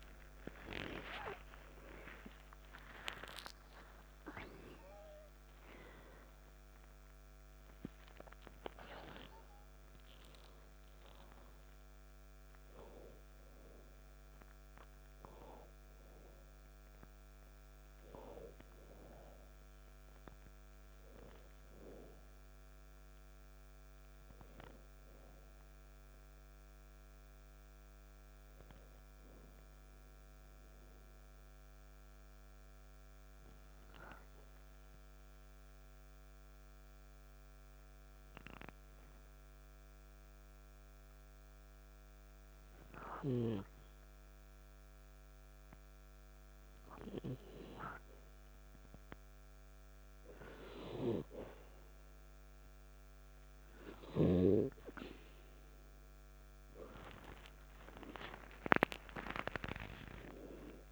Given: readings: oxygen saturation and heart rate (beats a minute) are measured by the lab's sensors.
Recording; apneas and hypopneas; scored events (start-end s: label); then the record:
breathing in sleep by a microphone on the trachea; 1
0.00-2.00 s: arousal
2.00-8.00 s: oxygen desaturation (device-marked, oxygen 97% before, 94% lowest, heart rate 49 before, 62 extreme)
7.00-60.92 s: new sleep stage, N1 (lightest sleep)
31.00-49.00 s: oxygen desaturation (device-marked, oxygen 96% before, 90% lowest, heart rate 65 before, 51 extreme)
33.50-47.00 s: hypopnea (oxygen 96% before, 90% lowest, heart rate 65 before, 51 extreme, up 0 after)
55.50-59.00 s: arousal
From the record:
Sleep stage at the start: N2 (light sleep); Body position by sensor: on the back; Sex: male